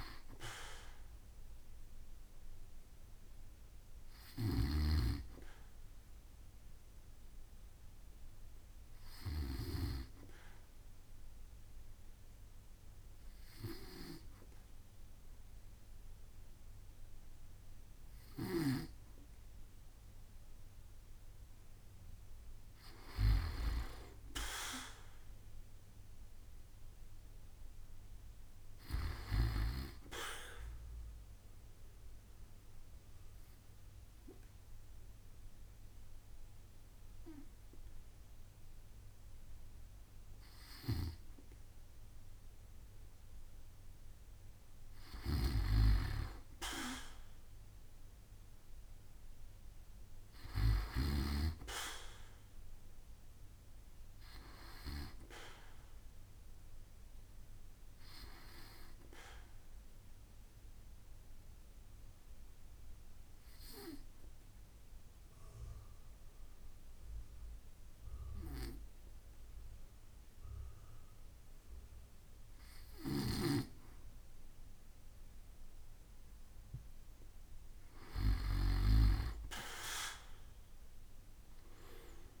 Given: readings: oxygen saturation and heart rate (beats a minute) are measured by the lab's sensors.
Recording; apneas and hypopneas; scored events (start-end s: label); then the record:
breathing in sleep by a room microphone; 3
10.50-22.50 s: obstructive apnea (oxygen 96% before, 93% lowest, heart rate 69 before, 65 extreme, up 7 after)
25.50-29.00 s: arousal
31.50-43.50 s: obstructive apnea (oxygen 96% before, 93% lowest, heart rate 68 before, 65 extreme, up 3 after)
48.50-52.00 s: arousal
60.50-76.00 s: obstructive apnea (oxygen 95% before, 94% lowest, heart rate 69 before, 64 extreme, up 6 after)
From the record:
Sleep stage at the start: N2 (light sleep); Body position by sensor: on the back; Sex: male